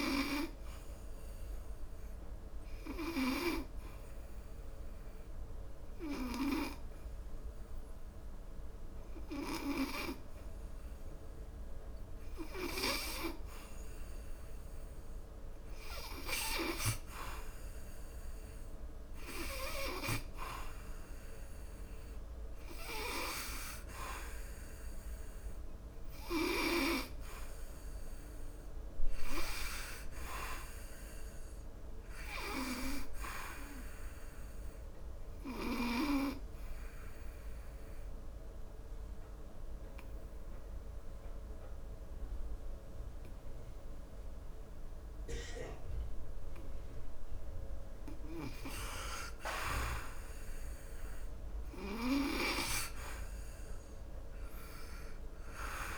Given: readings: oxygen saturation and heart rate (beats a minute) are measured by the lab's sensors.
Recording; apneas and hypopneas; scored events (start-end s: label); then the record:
breathing in sleep by a room microphone; 2
0.00-8.50 s: oxygen desaturation (device-marked, oxygen 89% lowest, heart rate 73 extreme)
0.50-13.00 s: obstructive apnea (oxygen 99% before, 88% lowest, heart rate 76 before, 73 extreme, up 3 after)
14.50-17.50 s: arousal
23.50-36.50 s: oxygen desaturation (device-marked, oxygen 95% before, 88% lowest, heart rate 75 before, 70 extreme)
35.50-48.50 s: obstructive apnea (oxygen 95% before, 83% lowest, heart rate 78 before, 70 extreme, up 6 after)
51.50-54.50 s: arousal
54.50-55.98 s: oxygen desaturation (device-marked, oxygen 94% before, 85% lowest, heart rate 75 before, 61 extreme)
From the record:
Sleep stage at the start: N2 (light sleep); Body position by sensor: on the back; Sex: male